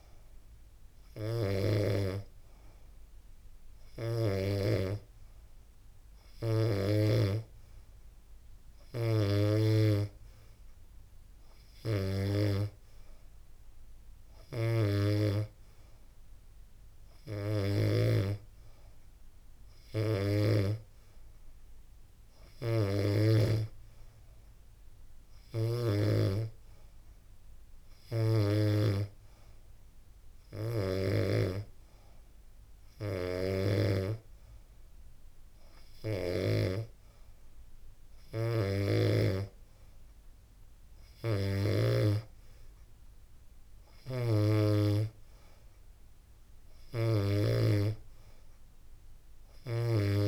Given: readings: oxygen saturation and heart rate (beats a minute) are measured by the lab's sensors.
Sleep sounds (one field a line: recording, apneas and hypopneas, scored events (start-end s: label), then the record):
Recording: breathing in sleep by a room microphone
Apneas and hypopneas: none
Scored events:
none scored
From the record:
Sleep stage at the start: N3 (deep sleep)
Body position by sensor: on the back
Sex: female